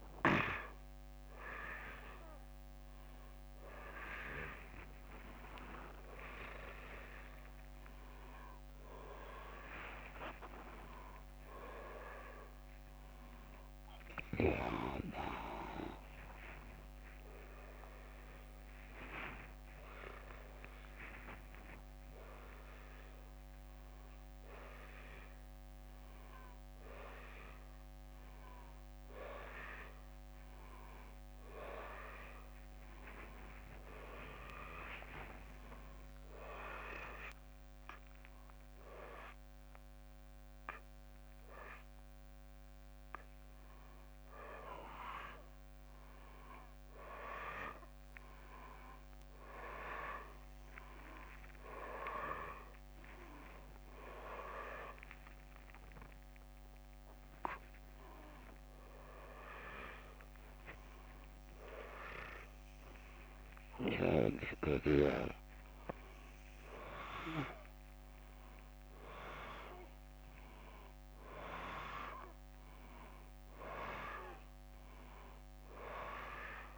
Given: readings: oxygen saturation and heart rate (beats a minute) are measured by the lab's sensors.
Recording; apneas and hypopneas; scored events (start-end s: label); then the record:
a person awake in a sleep study, by a microphone on the trachea; none
16.50-31.50 s: oxygen desaturation (device-marked, oxygen 96% before, 93% lowest)
62.50-71.50 s: oxygen desaturation (device-marked, oxygen 96% before, 92% lowest)
From the record:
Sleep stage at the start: awake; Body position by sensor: upright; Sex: male